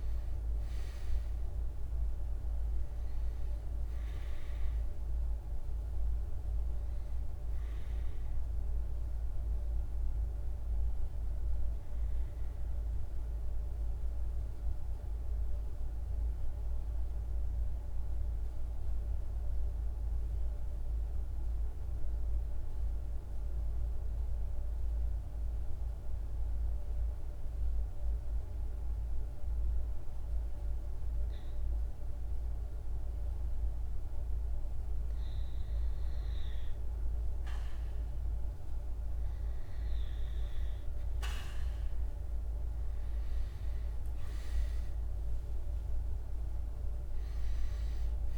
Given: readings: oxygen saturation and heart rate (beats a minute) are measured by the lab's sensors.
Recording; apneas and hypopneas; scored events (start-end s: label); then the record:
breathing in sleep, hard to hear, by a room microphone; 1
0.00-20.00 s: oxygen desaturation (device-marked, oxygen 93% lowest, heart rate 51 extreme)
18.00-34.00 s: mixed apnea (oxygen 98% before, 93% lowest, heart rate 54 before, 52 extreme, up 2 after)
38.00-48.38 s: oxygen desaturation (device-marked, oxygen 98% before, 93% lowest, heart rate 53 before, 51 extreme)
39.00-44.00 s: arousal
From the record:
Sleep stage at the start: REM sleep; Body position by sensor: on the back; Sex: male